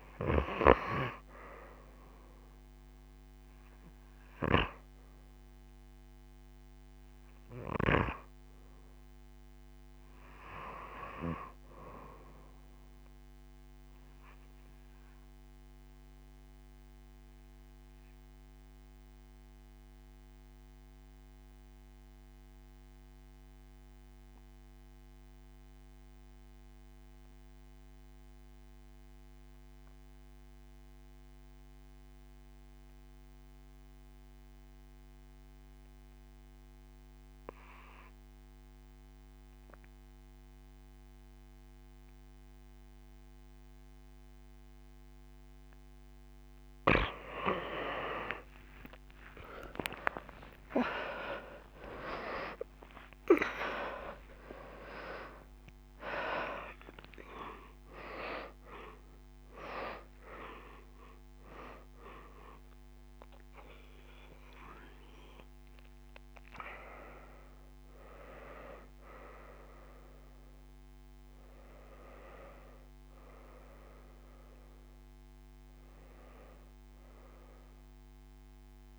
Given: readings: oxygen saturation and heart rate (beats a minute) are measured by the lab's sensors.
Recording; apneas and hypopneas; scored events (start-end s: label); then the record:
a person partly awake in a sleep study, by a microphone on the trachea; 1
0.00-16.50 s: oxygen desaturation (device-marked, oxygen 84% lowest)
14.00-46.00 s: obstructive apnea (oxygen 93% before, 84% lowest)
35.50-78.99 s: oxygen desaturation (device-marked, oxygen 96% before, 84% lowest)
40.50-70.50 s: new sleep stage, awake
70.50-78.99 s: new sleep stage, N1 (lightest sleep)
From the record:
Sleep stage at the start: N2 (light sleep); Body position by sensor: on the right side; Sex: female